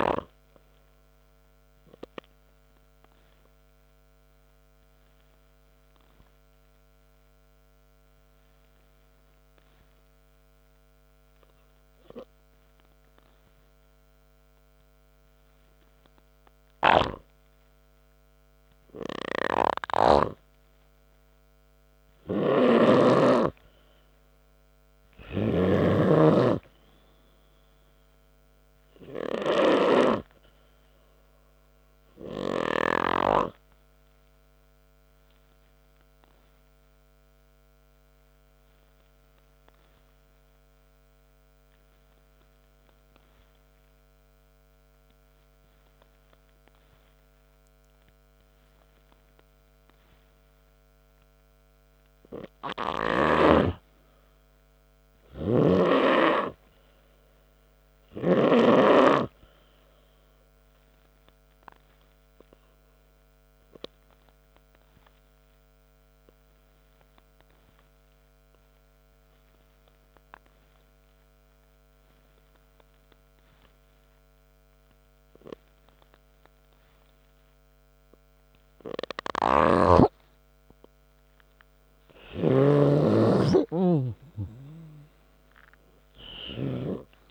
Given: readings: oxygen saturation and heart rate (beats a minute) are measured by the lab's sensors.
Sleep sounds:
breathing in sleep by a microphone on the trachea; 3
0.00-12.50 s: oxygen desaturation (device-marked, oxygen 90% lowest, heart rate 57 extreme)
4.00-18.50 s: obstructive apnea (oxygen 97% before, 90% lowest, heart rate 66 before, 57 extreme)
19.50-34.50 s: oxygen desaturation (device-marked, oxygen 95% before, 90% lowest, heart rate 68 before, 60 extreme)
20.50-24.00 s: snoring (device-marked)
22.00-25.00 s: arousal
36.00-53.00 s: obstructive apnea (oxygen 95% before, 92% lowest, heart rate 65 before, 60 extreme, up 1 after)
52.50-64.50 s: oxygen desaturation (device-marked, oxygen 97% before, 92% lowest, heart rate 68 before, 55 extreme)
55.50-58.50 s: arousal
63.50-79.50 s: hypopnea (oxygen 97% before, 92% lowest, heart rate 64 before, 55 extreme, up 5 after)
80.00-87.31 s: snoring (device-marked)
81.50-85.50 s: arousal
82.50-87.31 s: oxygen desaturation (device-marked, oxygen 98% before, 92% lowest, heart rate 63 before, 63 extreme)
From the record:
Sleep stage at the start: N2 (light sleep); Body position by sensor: on the back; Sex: male

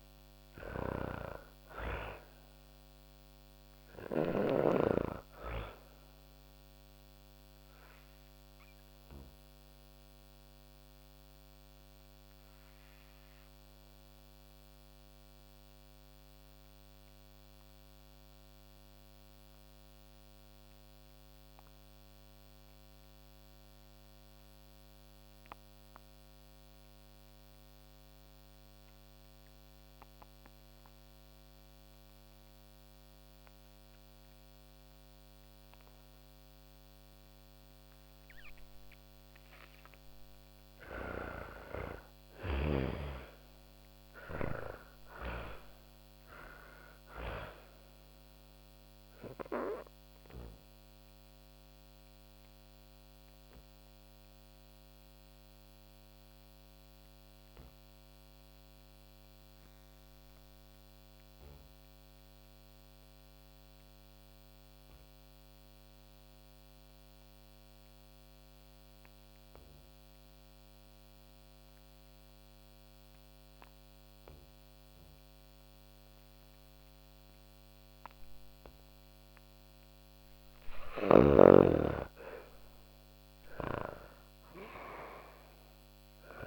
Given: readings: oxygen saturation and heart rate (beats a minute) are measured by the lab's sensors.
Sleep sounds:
breathing in sleep by a microphone on the trachea; 2
0.00-1.00 s: arousal
0.00-3.00 s: snoring (device-marked)
0.00-22.00 s: oxygen desaturation (device-marked, oxygen 85% lowest, heart rate 28 extreme)
4.50-37.50 s: obstructive apnea (oxygen 99% before, 85% lowest)
34.00-69.00 s: oxygen desaturation (device-marked, oxygen 98% before, 86% lowest)
39.00-43.50 s: arousal
49.50-76.00 s: obstructive apnea (oxygen 98% before, 84% lowest)
77.00-86.47 s: oxygen desaturation (device-marked, oxygen 99% before, 85% lowest, heart rate 54 before, 40 extreme)
79.50-86.00 s: snoring (device-marked)
80.00-85.00 s: arousal
From the record:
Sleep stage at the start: N2 (light sleep); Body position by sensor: on the back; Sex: female

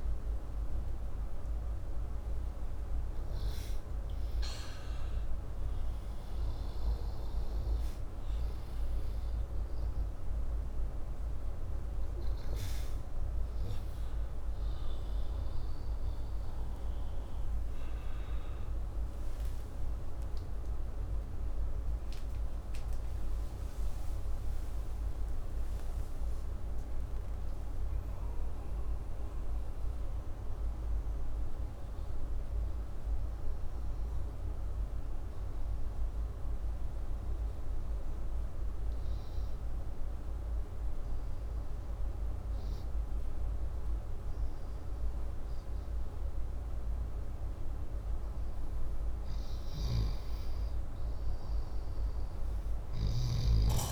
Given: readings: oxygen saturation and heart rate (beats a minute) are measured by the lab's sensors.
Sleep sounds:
a person partly awake in a sleep study, hard to hear, by a room microphone; 1
22.50-53.92 s: new sleep stage, N1 (lightest sleep)
31.00-45.50 s: obstructive apnea (oxygen 99% before, 93% lowest, heart rate 67 before, 61 extreme, up 1 after)
From the record:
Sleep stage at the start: awake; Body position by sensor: upright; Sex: male

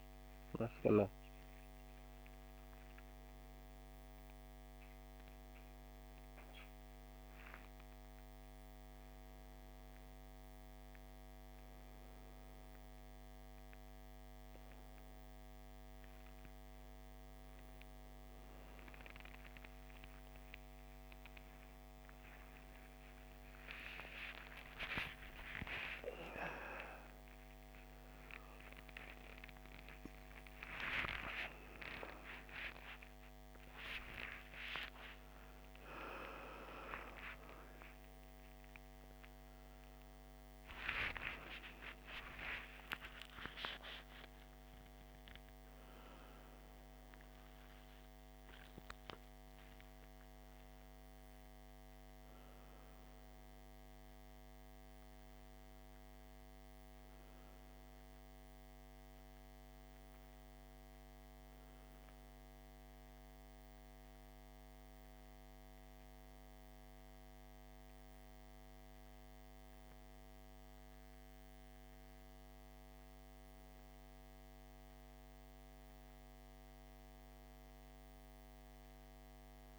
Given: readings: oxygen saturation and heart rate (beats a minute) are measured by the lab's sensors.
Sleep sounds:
a person awake in a sleep study, by a microphone on the trachea; none
none scored
From the record:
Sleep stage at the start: awake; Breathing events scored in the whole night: 504 in 6.9 hours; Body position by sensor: on the back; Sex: male

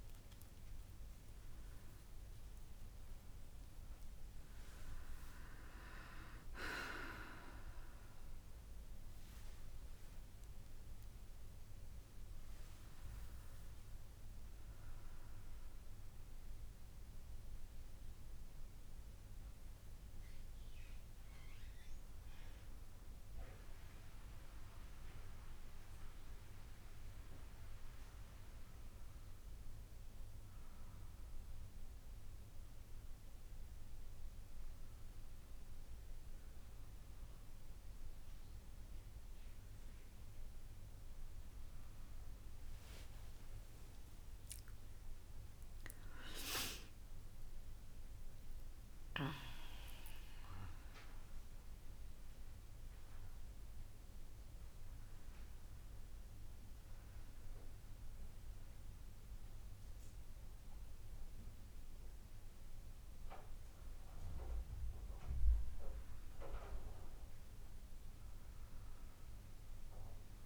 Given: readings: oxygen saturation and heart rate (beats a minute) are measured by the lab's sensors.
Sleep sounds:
a person awake in a sleep study, by a room microphone; none
none scored
From the record:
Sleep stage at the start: awake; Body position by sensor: on the back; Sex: female

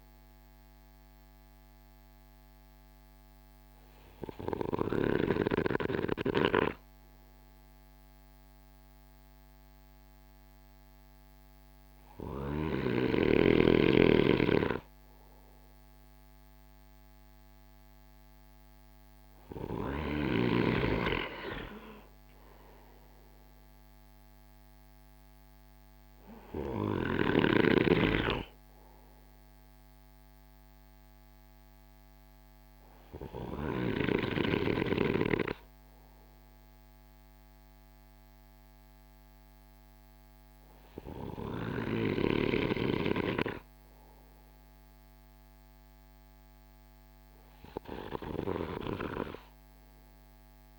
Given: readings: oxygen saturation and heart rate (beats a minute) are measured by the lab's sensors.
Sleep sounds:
breathing in sleep by a microphone on the trachea; none
13.50-18.50 s: arousal
From the record:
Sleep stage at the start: N2 (light sleep); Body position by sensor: on the right side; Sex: male

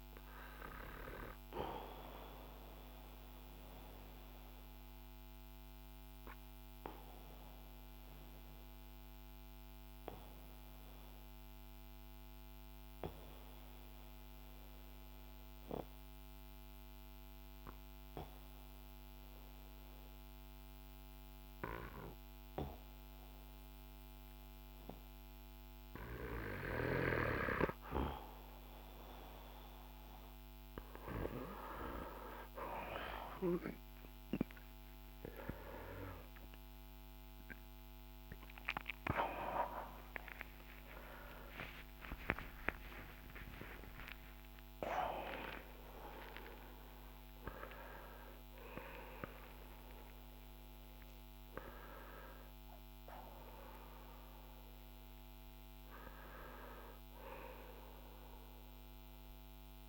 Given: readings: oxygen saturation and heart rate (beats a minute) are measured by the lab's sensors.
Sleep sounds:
breathing in sleep by a microphone on the trachea; 1
0.00-17.50 s: oxygen desaturation (device-marked, oxygen 89% lowest, heart rate 47 extreme)
1.50-31.50 s: obstructive apnea (oxygen 97% before, 89% lowest, heart rate 58 before, 47 extreme, up 10 after)
33.50-49.50 s: oxygen desaturation (device-marked, oxygen 97% before, 91% lowest, heart rate 52 before, 53 extreme)
40.00-45.00 s: arousal
53.50-59.89 s: new sleep stage, N1 (lightest sleep)
From the record:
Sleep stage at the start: N2 (light sleep); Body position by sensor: on the back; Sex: male

